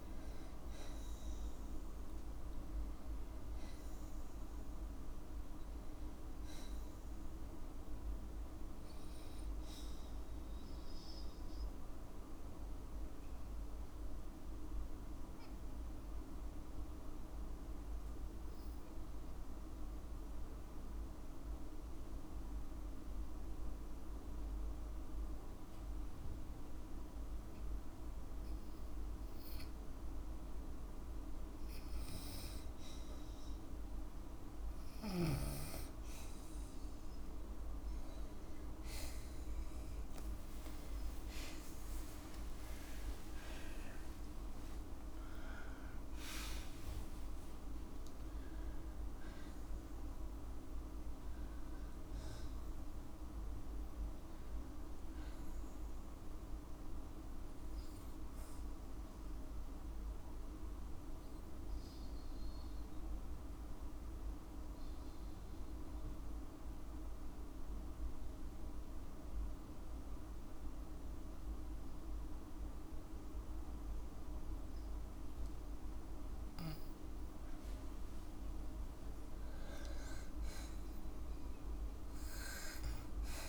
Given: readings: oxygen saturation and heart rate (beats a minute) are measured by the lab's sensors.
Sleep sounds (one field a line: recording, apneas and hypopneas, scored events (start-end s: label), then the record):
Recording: breathing in sleep, hard to hear, by a room microphone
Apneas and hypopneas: 2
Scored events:
10.00-30.00 s: obstructive apnea (oxygen 98% before, 93% lowest, heart rate 58 before, 52 extreme, up 4 after)
24.50-38.50 s: oxygen desaturation (device-marked, oxygen 98% before, 93% lowest, heart rate 54 before, 55 extreme)
40.00-45.50 s: arousal
40.50-46.50 s: tachycardia (device-marked, heart rate 56 before, 135 extreme)
41.50-43.50 s: long interval between heartbeats (device-marked, heart rate 55 before, 70 extreme)
43.50-45.50 s: long interval between heartbeats (device-marked, heart rate 58 before, 116 extreme)
45.50-47.50 s: long interval between heartbeats (device-marked, heart rate 64 before, 135 extreme)
48.50-52.50 s: oxygen desaturation (device-marked, oxygen 98% before, 95% lowest, heart rate 77 before, 53 extreme)
59.50-78.50 s: obstructive apnea (oxygen 98% before, 94% lowest, heart rate 86 before, 53 extreme, up 5 after)
80.50-83.49 s: arousal
From the record:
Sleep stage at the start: N2 (light sleep)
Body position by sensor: on the back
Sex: female